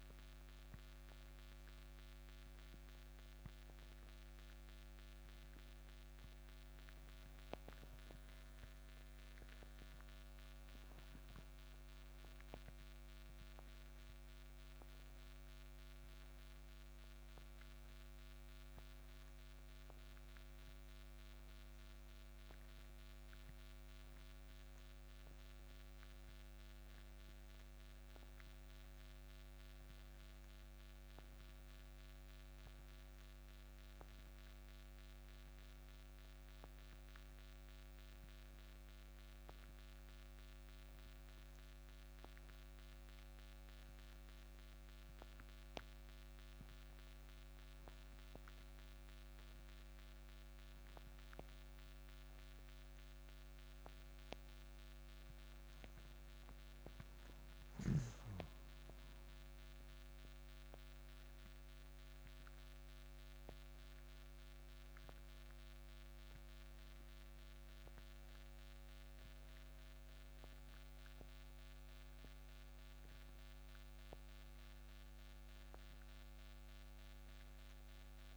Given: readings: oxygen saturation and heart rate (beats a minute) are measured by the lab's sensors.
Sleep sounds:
breathing in sleep, hard to hear, by a microphone on the trachea; none
53.00-78.37 s: new sleep stage, N2 (light sleep)
From the record:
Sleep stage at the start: N1 (lightest sleep); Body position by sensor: on the right side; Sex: male

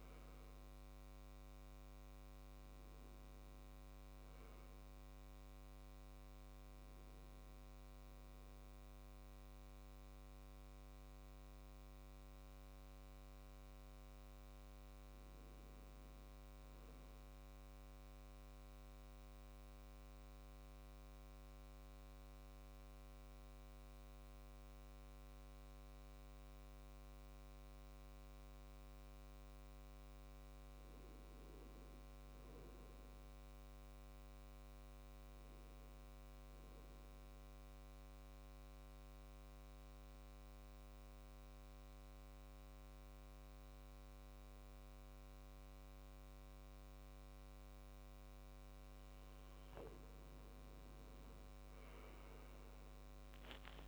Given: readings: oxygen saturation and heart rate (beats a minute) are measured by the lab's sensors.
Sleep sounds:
breathing in sleep, hard to hear, by a microphone on the trachea; 2
0.00-18.00 s: oxygen desaturation (device-marked, oxygen 89% lowest, heart rate 64 extreme)
18.00-29.50 s: central apnea (oxygen 97% before, 88% lowest, heart rate 66 before, 66 extreme, up 3 after)
31.00-33.50 s: arousal
37.50-49.50 s: obstructive apnea (oxygen 98% before, 88% lowest, heart rate 67 before, 67 extreme, up 9 after)
39.00-53.88 s: oxygen desaturation (device-marked, oxygen 98% before, 88% lowest, heart rate 67 before, 66 extreme)
52.00-53.88 s: arousal
From the record:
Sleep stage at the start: N2 (light sleep); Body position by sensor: on the back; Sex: male

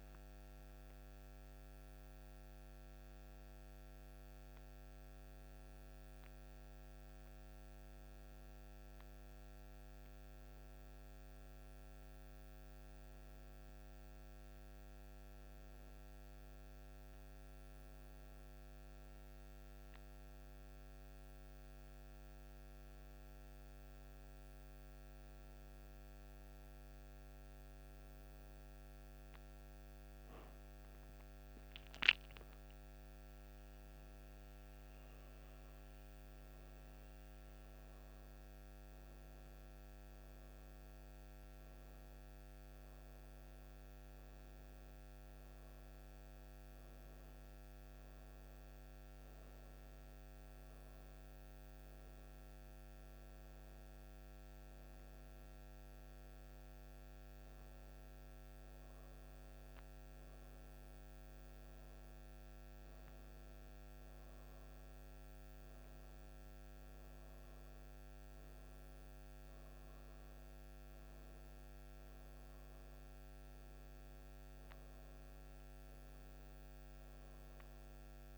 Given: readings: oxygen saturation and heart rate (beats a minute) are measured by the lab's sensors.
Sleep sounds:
breathing in sleep, hard to hear, by a microphone on the trachea; none
none scored
From the record:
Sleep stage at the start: N1 (lightest sleep); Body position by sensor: on the right side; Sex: female

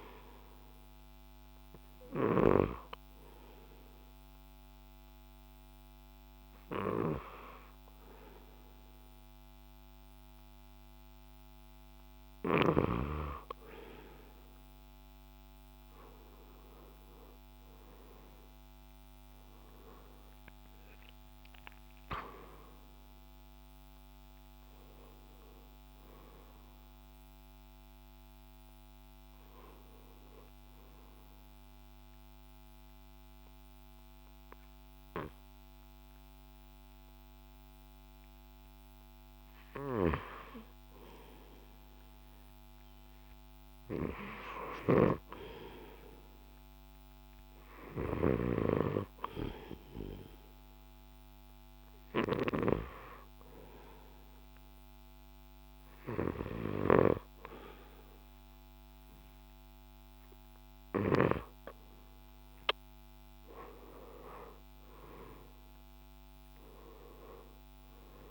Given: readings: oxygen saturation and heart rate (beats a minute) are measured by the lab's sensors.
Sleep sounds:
breathing in sleep by a microphone on the trachea; 2
0.00-5.50 s: oxygen desaturation (device-marked, oxygen 88% lowest)
3.00-14.50 s: hypopnea (oxygen 95% before, 88% lowest)
16.00-21.50 s: arousal
45.00-49.00 s: snoring (device-marked)
47.50-56.50 s: drop in pulse transit time (device-marked)
47.50-62.00 s: hypopnea (oxygen 96% before, 88% lowest)
55.50-68.31 s: oxygen desaturation (device-marked, oxygen 96% before, 88% lowest)
64.00-68.00 s: arousal
From the record:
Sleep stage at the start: N2 (light sleep); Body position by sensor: on the left side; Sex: male

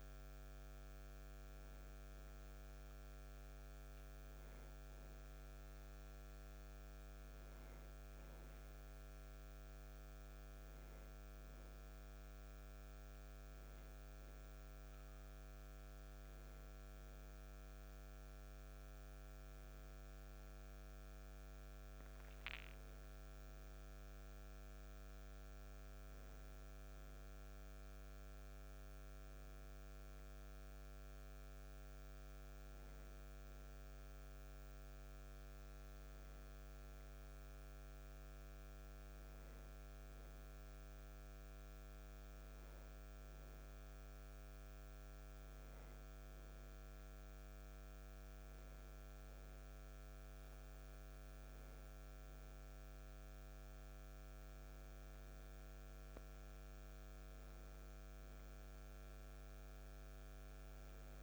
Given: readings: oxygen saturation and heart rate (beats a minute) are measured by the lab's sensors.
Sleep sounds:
a person awake in a sleep study, hard to hear, by a microphone on the trachea; none
52.00-57.00 s: oxygen desaturation (device-marked, oxygen 97% before, 94% lowest, heart rate 66 before, 65 extreme)
From the record:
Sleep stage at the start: awake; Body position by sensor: on the back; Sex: male

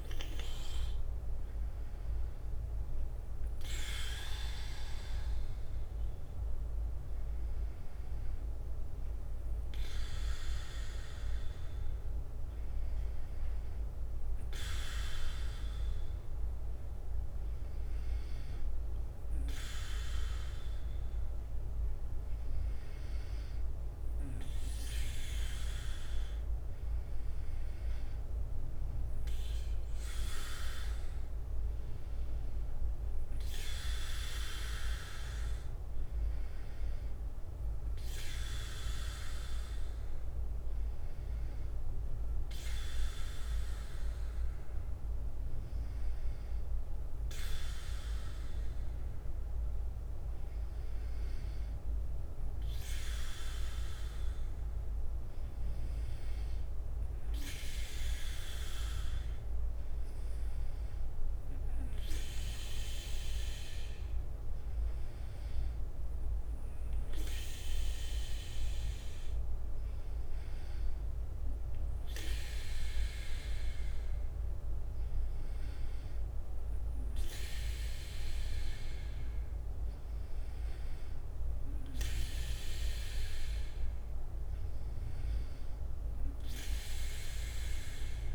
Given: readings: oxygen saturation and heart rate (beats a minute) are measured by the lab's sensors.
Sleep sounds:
breathing in sleep by a room microphone; none
0.00-6.00 s: bradycardia (device-marked, heart rate 67 before, 58 extreme)
0.00-6.00 s: drop in pulse transit time (device-marked, heart rate 58 extreme)
7.00-26.00 s: bradycardia (device-marked, heart rate 67 before, 57 extreme)
32.00-48.00 s: bradycardia (device-marked, heart rate 66 before, 57 extreme)
49.00-88.35 s: bradycardia (device-marked, heart rate 65 before, 55 extreme)
From the record:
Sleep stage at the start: N2 (light sleep); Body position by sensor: on the back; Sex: male

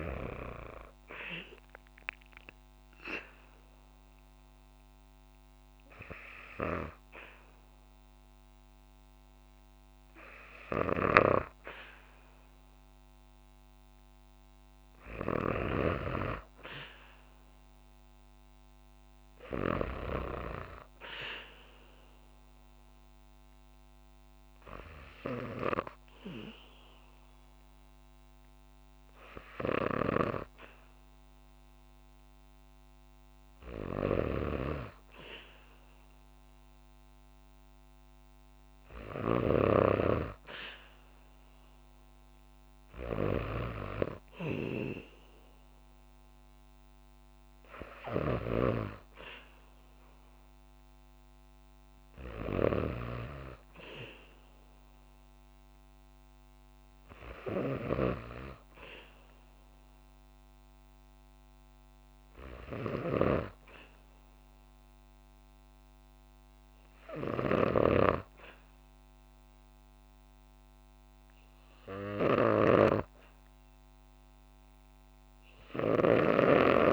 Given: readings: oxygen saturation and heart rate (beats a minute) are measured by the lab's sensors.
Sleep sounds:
breathing in sleep by a microphone on the trachea; 2
1.00-11.00 s: obstructive apnea (oxygen 96% before, 94% lowest, heart rate 62 before, 60 extreme, up 1 after)
10.50-15.50 s: snoring (device-marked)
13.00-16.00 s: arousal
21.50-33.50 s: obstructive apnea (oxygen 96% before, 94% lowest, heart rate 61 before, 60 extreme, up 1 after)
36.50-40.00 s: arousal
57.00-76.93 s: snoring (device-marked)
From the record:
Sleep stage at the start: N2 (light sleep); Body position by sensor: on the back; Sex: female

